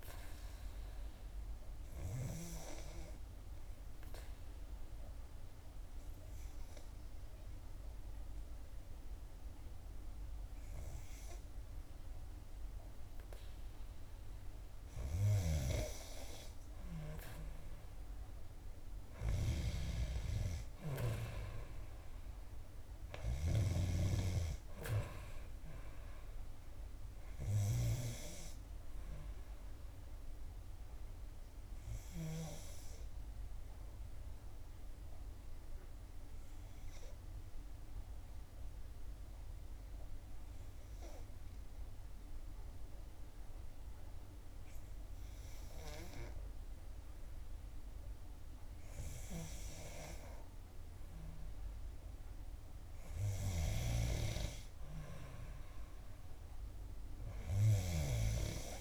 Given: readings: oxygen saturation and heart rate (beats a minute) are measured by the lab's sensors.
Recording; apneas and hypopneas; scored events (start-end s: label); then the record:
breathing in sleep by a room microphone; 2
2.50-15.50 s: obstructive apnea (oxygen 94% before, 91% lowest, heart rate 63 before, 57 extreme, up 3 after)
20.00-23.50 s: arousal
32.50-49.50 s: obstructive apnea (oxygen 94% before, 91% lowest, heart rate 62 before, 58 extreme, up 3 after)
51.50-55.00 s: arousal
From the record:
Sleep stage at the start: N2 (light sleep); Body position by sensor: on the back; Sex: female